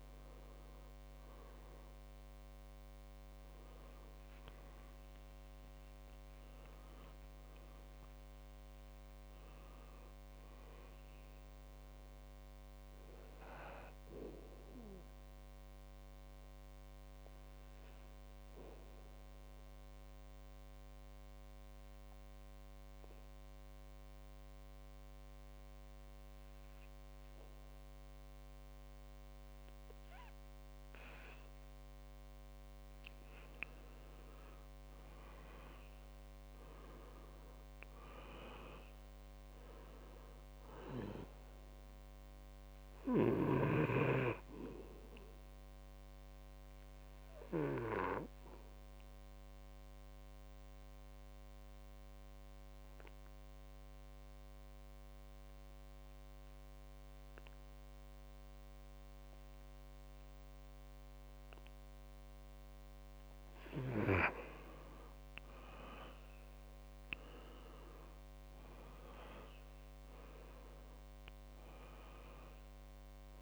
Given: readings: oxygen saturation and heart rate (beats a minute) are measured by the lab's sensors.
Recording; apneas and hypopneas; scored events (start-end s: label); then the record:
breathing in sleep by a microphone on the trachea; 2
6.50-24.50 s: oxygen desaturation (device-marked, oxygen 97% before, 90% lowest, heart rate 66 before, 59 extreme)
17.00-33.50 s: obstructive apnea (oxygen 99% before, 91% lowest, heart rate 68 before, 60 extreme, up 6 after)
36.00-39.50 s: arousal
39.50-63.50 s: oxygen desaturation (device-marked, oxygen 98% before, 92% lowest, heart rate 63 before, 59 extreme)
48.00-63.00 s: obstructive apnea (oxygen 98% before, 91% lowest, heart rate 65 before, 59 extreme, up 7 after)
65.50-69.50 s: arousal
From the record:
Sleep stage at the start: N2 (light sleep); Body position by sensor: on the back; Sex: male